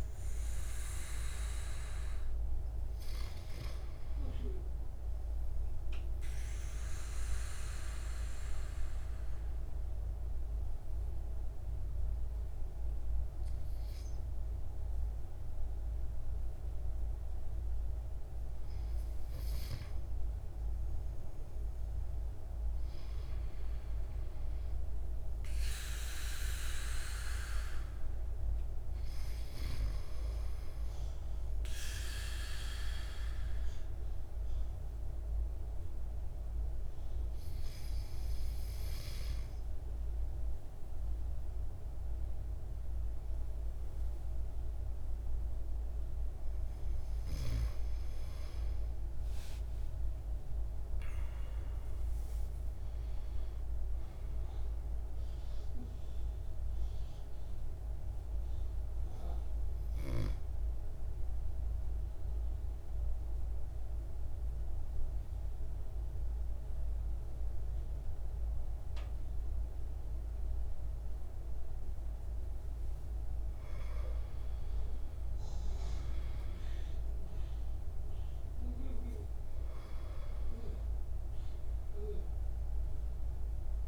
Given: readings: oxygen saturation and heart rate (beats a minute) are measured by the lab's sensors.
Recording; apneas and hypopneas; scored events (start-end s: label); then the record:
breathing in sleep by a room microphone; 3
0.00-1.00 s: arousal
2.50-83.88 s: new sleep stage, N2 (light sleep)
6.50-21.00 s: mixed apnea (oxygen 99% before, 93% lowest, heart rate 61 before, 58 extreme, up 7 after)
7.50-17.50 s: oxygen desaturation (device-marked, oxygen 99% before, 93% lowest, heart rate 61 before, 59 extreme)
22.00-26.00 s: arousal
26.50-41.50 s: oxygen desaturation (device-marked, oxygen 99% before, 94% lowest, heart rate 62 before, 53 extreme)
33.00-46.50 s: mixed apnea (oxygen 99% before, 92% lowest, heart rate 62 before, 53 extreme, up 14 after)
49.00-53.50 s: arousal
61.00-73.00 s: central apnea (oxygen 98% before, 92% lowest, heart rate 64 before, 53 extreme, up 7 after)
75.00-80.50 s: arousal
80.50-83.88 s: oxygen desaturation (device-marked, oxygen 98% before, 92% lowest, heart rate 56 before, 53 extreme)
From the record:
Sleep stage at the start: N1 (lightest sleep); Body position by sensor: on the back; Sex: male